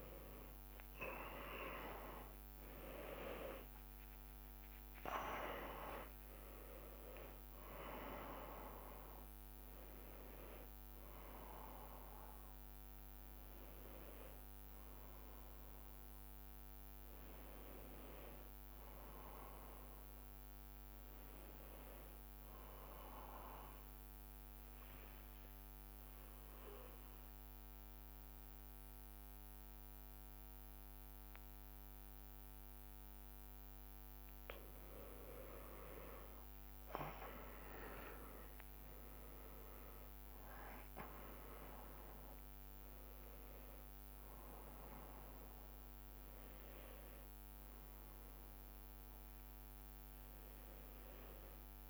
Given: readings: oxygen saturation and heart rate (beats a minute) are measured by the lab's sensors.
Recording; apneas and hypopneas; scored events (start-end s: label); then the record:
a person partly awake in a sleep study, by a microphone on the trachea; 1
20.50-51.90 s: new sleep stage, N2 (light sleep)
25.00-35.00 s: obstructive apnea (oxygen 98% before, 94% lowest)
39.00-44.00 s: arousal
41.50-51.90 s: oxygen desaturation (device-marked, oxygen 97% before, 94% lowest)
From the record:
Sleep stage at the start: awake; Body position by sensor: on the back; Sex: male